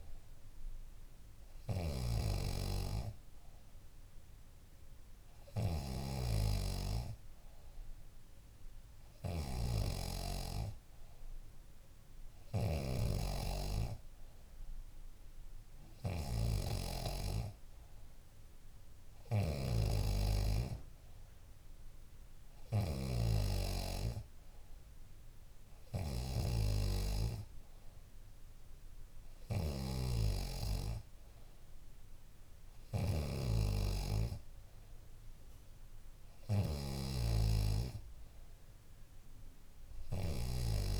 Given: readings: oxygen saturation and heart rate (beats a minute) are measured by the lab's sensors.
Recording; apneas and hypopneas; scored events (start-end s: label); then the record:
breathing in sleep by a room microphone; none
0.00-13.00 s: snoring (device-marked)
29.50-41.00 s: snoring (device-marked)
From the record:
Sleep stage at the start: N3 (deep sleep); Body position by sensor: on the back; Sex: female